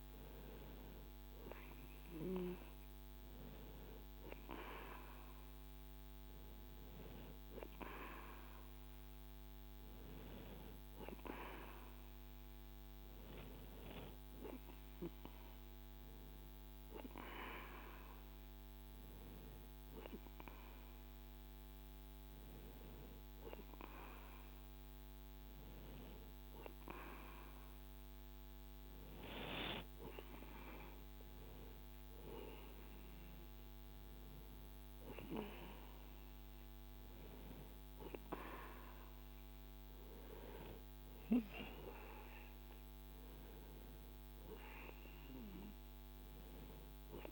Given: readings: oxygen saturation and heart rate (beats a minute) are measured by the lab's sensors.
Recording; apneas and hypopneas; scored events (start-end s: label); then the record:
breathing in sleep by a microphone on the trachea; none
none scored
From the record:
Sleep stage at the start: N2 (light sleep); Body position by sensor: on the right side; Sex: male